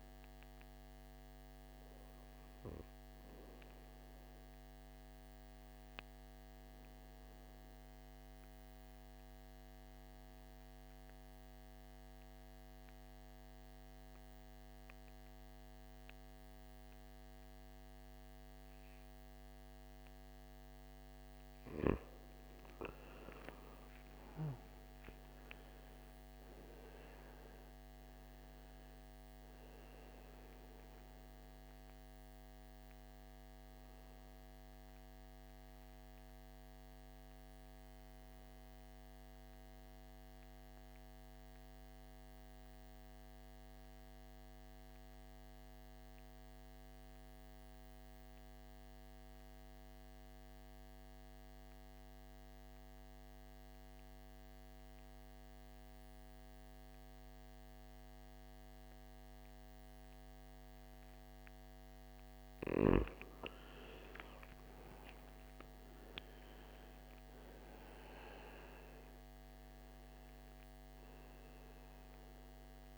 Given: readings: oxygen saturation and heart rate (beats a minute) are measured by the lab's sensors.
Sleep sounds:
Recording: breathing in sleep, hard to hear, by a microphone on the trachea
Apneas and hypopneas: 2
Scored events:
0.00-18.00 s: oxygen desaturation (device-marked, oxygen 99% before, 92% lowest, heart rate 55 before, 54 extreme)
8.00-20.50 s: obstructive apnea (oxygen 100% before, 83% lowest, heart rate 56 before, 54 extreme, up 11 after)
24.00-28.00 s: arousal
29.00-48.00 s: oxygen desaturation (device-marked, oxygen 96% before, 86% lowest, heart rate 61 before, 53 extreme)
41.50-62.50 s: mixed apnea (oxygen 96% before, 83% lowest, heart rate 63 before, 52 extreme, up 19 after)
63.00-72.98 s: oxygen desaturation (device-marked, oxygen 99% before, 83% lowest, heart rate 55 before, 52 extreme)
67.00-72.00 s: arousal
From the record:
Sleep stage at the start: N2 (light sleep)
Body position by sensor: on the back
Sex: male

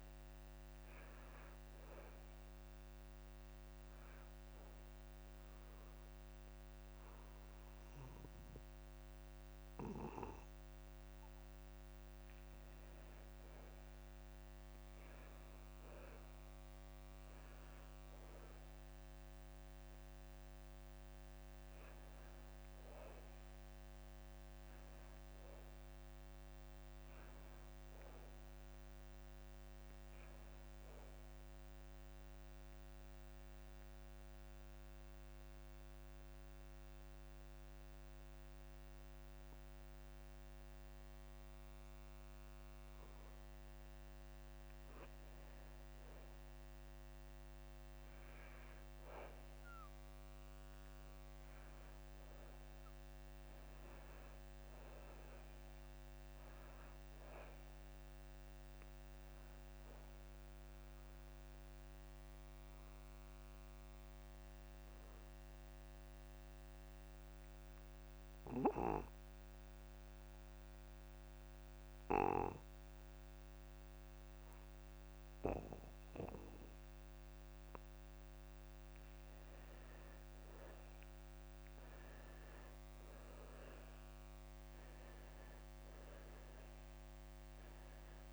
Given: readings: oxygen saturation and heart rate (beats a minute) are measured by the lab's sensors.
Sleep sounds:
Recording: breathing in sleep, hard to hear, by a microphone on the trachea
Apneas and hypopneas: 3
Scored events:
1.00-18.00 s: oxygen desaturation (device-marked, oxygen 96% before, 92% lowest)
4.00-14.00 s: obstructive apnea (oxygen 98% before, 92% lowest)
18.00-22.00 s: arousal
32.50-44.50 s: central apnea (oxygen 97% before, 90% lowest)
48.50-53.50 s: arousal
53.00-75.00 s: oxygen desaturation (device-marked, oxygen 96% before, 92% lowest)
67.00-80.00 s: mixed apnea (oxygen 96% before, 89% lowest)
81.50-86.00 s: arousal
85.00-88.33 s: oxygen desaturation (device-marked, oxygen 96% before, 90% lowest)
From the record:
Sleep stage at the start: N2 (light sleep)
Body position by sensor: on the back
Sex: male

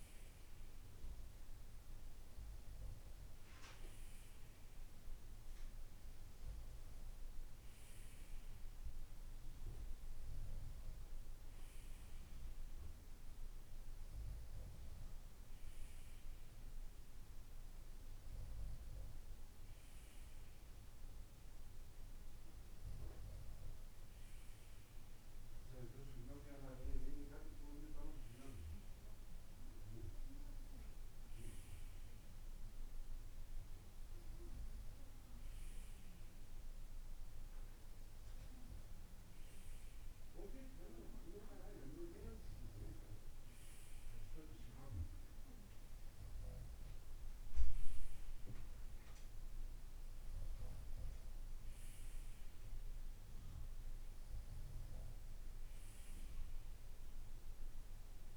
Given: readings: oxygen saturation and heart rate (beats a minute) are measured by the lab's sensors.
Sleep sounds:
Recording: breathing in sleep by a room microphone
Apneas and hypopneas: none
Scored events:
none scored
From the record:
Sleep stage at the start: N2 (light sleep)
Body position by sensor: on the right side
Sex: male

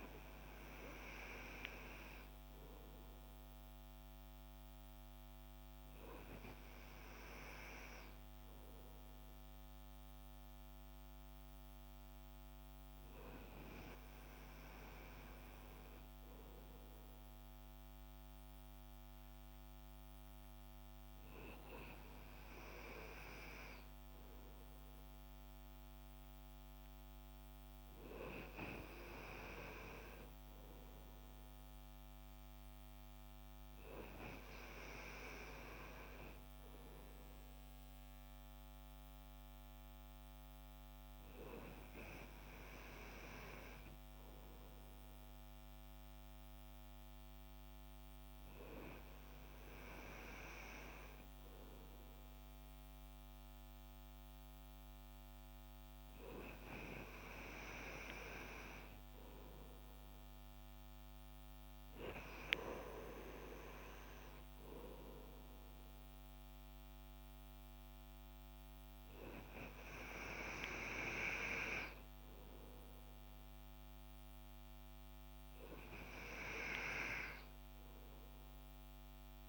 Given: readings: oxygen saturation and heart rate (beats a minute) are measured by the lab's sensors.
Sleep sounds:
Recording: breathing in sleep by a microphone on the trachea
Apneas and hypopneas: none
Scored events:
none scored
From the record:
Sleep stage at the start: N2 (light sleep)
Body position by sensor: on the back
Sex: male

